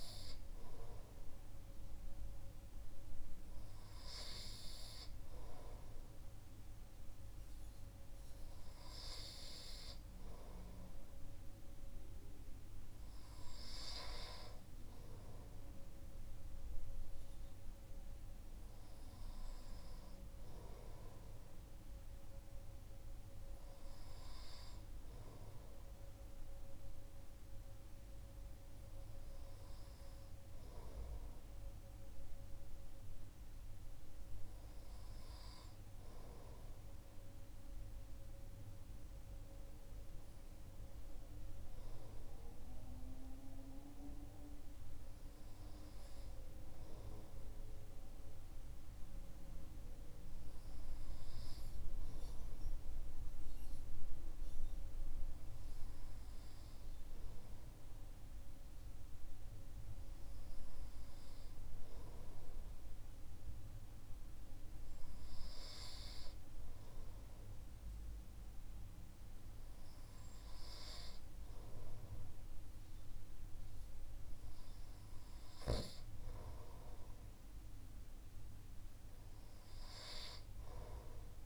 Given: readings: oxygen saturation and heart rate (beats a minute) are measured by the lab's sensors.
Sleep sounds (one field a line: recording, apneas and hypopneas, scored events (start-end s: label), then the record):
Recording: breathing in sleep by a room microphone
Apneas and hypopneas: none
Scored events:
none scored
From the record:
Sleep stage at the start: N2 (light sleep)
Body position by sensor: on the right side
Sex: male